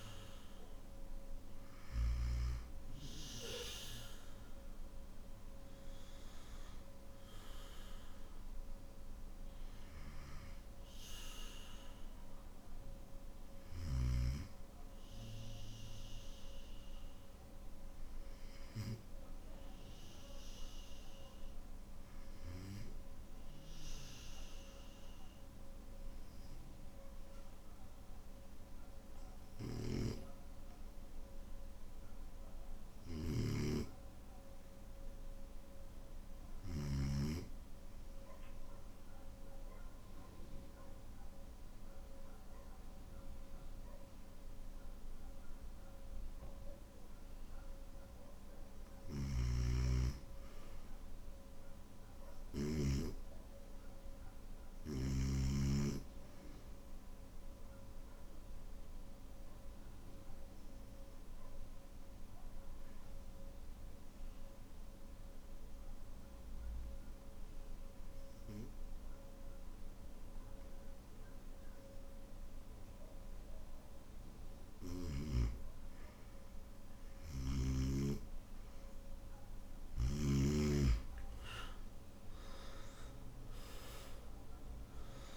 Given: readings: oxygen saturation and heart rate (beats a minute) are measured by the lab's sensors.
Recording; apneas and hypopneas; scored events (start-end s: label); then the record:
breathing in sleep by a room microphone; 3
0.00-9.50 s: oxygen desaturation (device-marked, oxygen 92% lowest, heart rate 50 extreme)
15.50-32.00 s: hypopnea (oxygen 96% before, 92% lowest, heart rate 55 before, 49 extreme, up 3 after)
32.50-36.50 s: snoring (device-marked)
38.00-48.50 s: obstructive apnea (oxygen 99% before, 92% lowest, heart rate 53 before, 46 extreme, up 4 after)
49.00-55.50 s: snoring (device-marked)
56.00-73.50 s: obstructive apnea (oxygen 99% before, 92% lowest, heart rate 52 before, 46 extreme, up 10 after)
From the record:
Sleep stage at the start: N3 (deep sleep); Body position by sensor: on the back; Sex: male